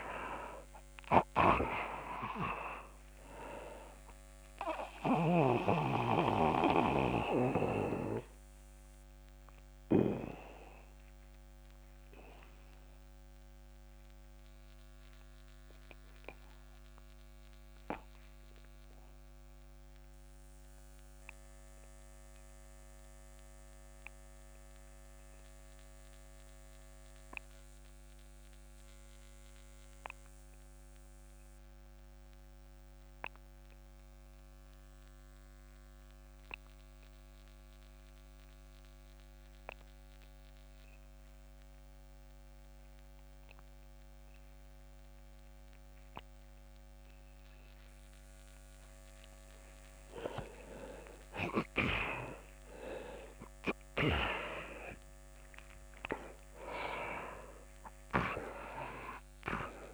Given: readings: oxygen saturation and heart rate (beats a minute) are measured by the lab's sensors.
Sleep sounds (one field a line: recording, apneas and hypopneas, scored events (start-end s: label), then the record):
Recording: breathing in sleep by a microphone on the trachea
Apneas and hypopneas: 1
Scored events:
0.00-29.00 s: oxygen desaturation (device-marked, oxygen 81% lowest)
6.00-48.50 s: obstructive apnea (oxygen 97% before, 81% lowest)
46.00-59.94 s: oxygen desaturation (device-marked, oxygen 98% before, 84% lowest)
51.00-54.50 s: arousal
From the record:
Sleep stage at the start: N2 (light sleep)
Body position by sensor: on the back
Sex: male